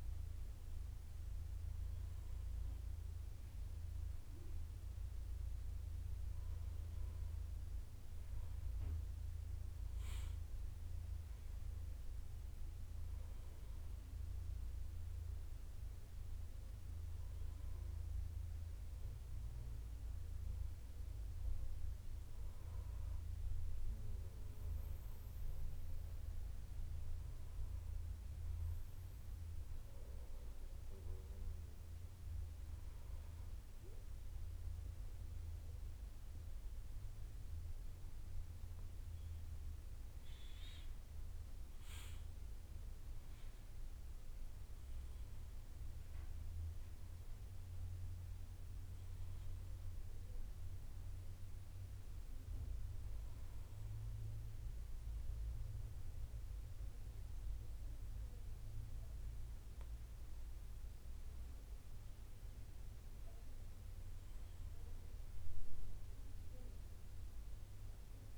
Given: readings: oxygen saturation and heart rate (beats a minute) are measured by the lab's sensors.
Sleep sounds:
a person awake in a sleep study, hard to hear, by a room microphone; none
none scored
From the record:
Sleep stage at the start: awake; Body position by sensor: on the back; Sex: male

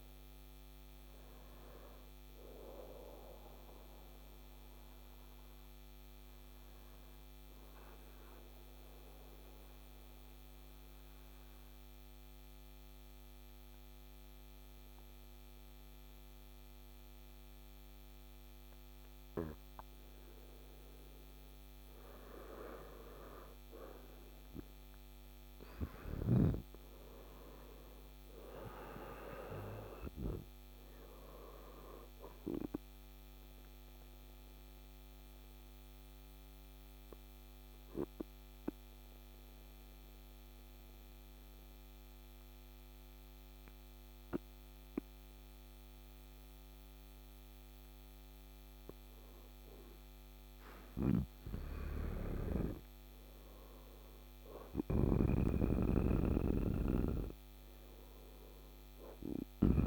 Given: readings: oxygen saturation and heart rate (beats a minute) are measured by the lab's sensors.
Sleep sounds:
a person partly awake in a sleep study, by a microphone on the trachea; 2
6.00-19.00 s: mixed apnea (oxygen 99% before, 94% lowest, heart rate 63 before, 54 extreme, up 8 after)
6.50-36.50 s: new sleep stage, N1 (lightest sleep)
20.50-47.50 s: oxygen desaturation (device-marked, oxygen 99% before, 94% lowest, heart rate 58 before, 54 extreme)
22.50-27.50 s: arousal
34.50-48.50 s: obstructive apnea (oxygen 99% before, 94% lowest, heart rate 60 before, 54 extreme, up 8 after)
36.50-59.87 s: new sleep stage, N2 (light sleep)
50.50-55.00 s: arousal
54.00-59.87 s: snoring (device-marked)
From the record:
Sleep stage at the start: awake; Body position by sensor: on the right side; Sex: male

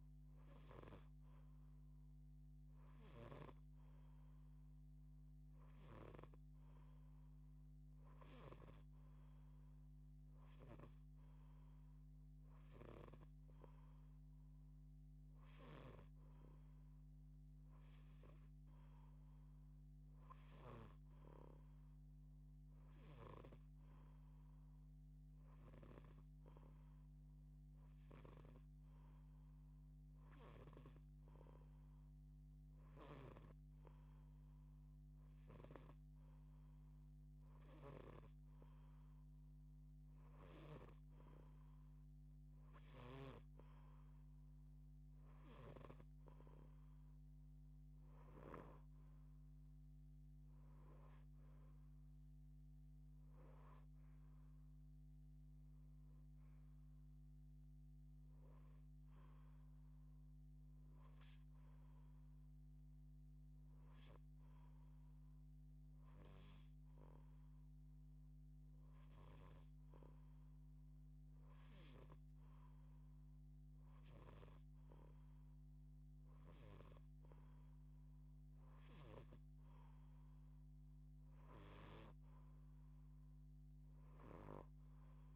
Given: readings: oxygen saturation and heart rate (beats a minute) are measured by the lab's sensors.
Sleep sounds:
breathing in sleep by a microphone on the trachea; none
10.00-20.50 s: snoring (device-marked)
32.50-40.50 s: snoring (device-marked)
From the record:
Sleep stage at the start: N2 (light sleep); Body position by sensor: on the left side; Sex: female

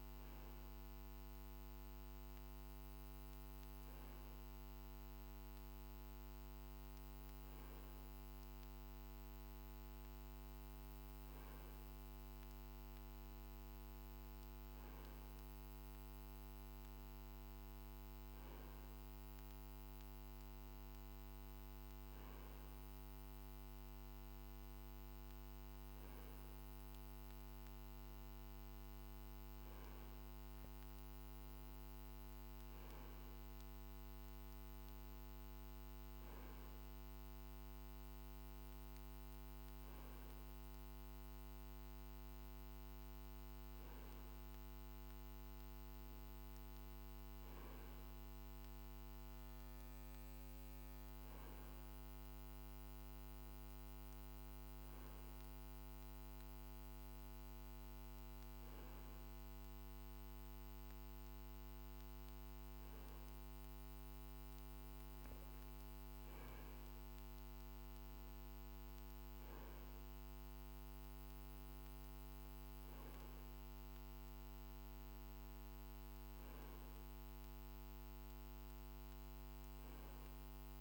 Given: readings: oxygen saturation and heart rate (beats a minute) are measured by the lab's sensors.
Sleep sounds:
breathing in sleep, hard to hear, by a microphone on the trachea; none
none scored
From the record:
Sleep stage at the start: N2 (light sleep); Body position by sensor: on the right side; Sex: male

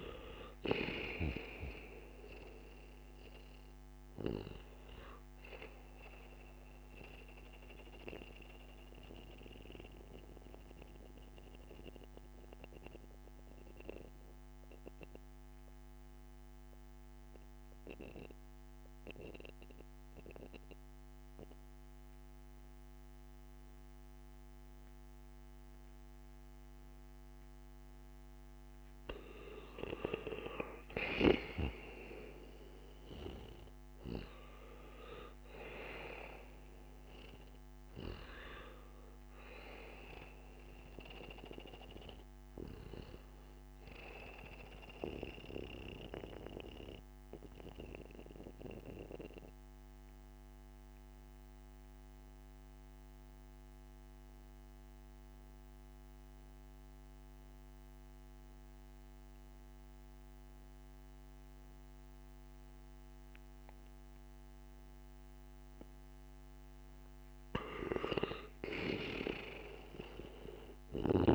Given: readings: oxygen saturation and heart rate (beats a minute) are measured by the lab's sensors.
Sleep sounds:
breathing in sleep by a microphone on the trachea; 2
0.00-20.50 s: oxygen desaturation (device-marked, oxygen 86% lowest, heart rate 56 extreme)
7.00-29.00 s: mixed apnea (oxygen 97% before, 86% lowest, heart rate 63 before, 56 extreme, up 4 after)
30.50-35.50 s: arousal
34.50-58.50 s: oxygen desaturation (device-marked, oxygen 98% before, 91% lowest, heart rate 57 before, 57 extreme)
46.00-67.00 s: obstructive apnea (oxygen 98% before, 89% lowest, heart rate 59 before, 57 extreme, up 4 after)
68.50-71.35 s: arousal
From the record:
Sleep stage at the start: N2 (light sleep); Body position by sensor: on the back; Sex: male

